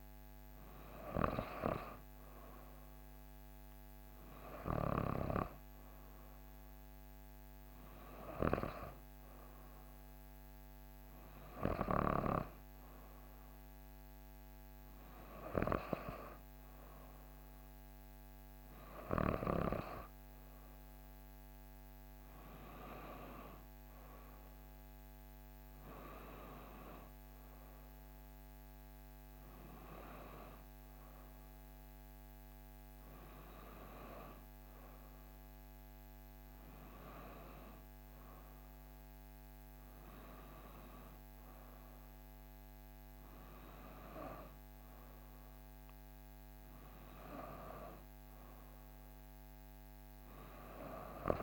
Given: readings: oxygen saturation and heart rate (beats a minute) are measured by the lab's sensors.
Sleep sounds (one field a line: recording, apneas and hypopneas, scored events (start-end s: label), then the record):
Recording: breathing in sleep by a microphone on the trachea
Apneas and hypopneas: none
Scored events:
none scored
From the record:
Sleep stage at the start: N3 (deep sleep)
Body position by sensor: on the back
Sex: female